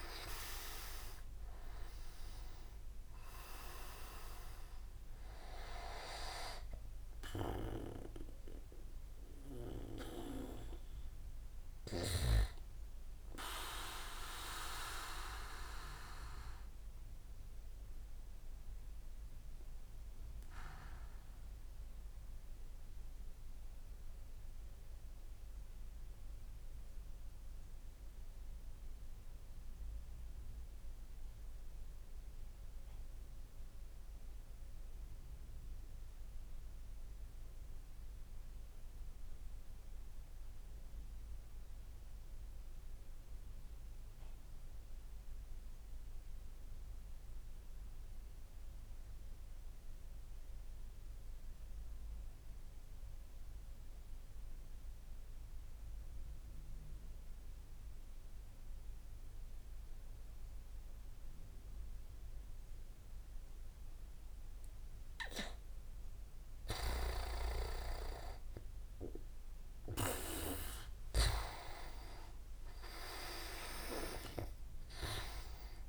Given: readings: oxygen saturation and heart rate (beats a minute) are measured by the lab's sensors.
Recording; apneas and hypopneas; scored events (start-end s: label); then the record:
breathing in sleep by a room microphone; 1
0.00-1.50 s: arousal
3.00-11.00 s: oxygen desaturation (device-marked, oxygen 95% before, 92% lowest)
12.50-63.50 s: obstructive apnea (oxygen 95% before, 86% lowest)
47.00-67.00 s: oxygen desaturation (device-marked, oxygen 99% before, 93% lowest)
69.50-73.00 s: arousal
70.00-74.00 s: leg movement (device-marked)
73.00-75.89 s: oxygen desaturation (device-marked, oxygen 94% before, 90% lowest)
From the record:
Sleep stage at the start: N2 (light sleep); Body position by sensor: on the back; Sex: male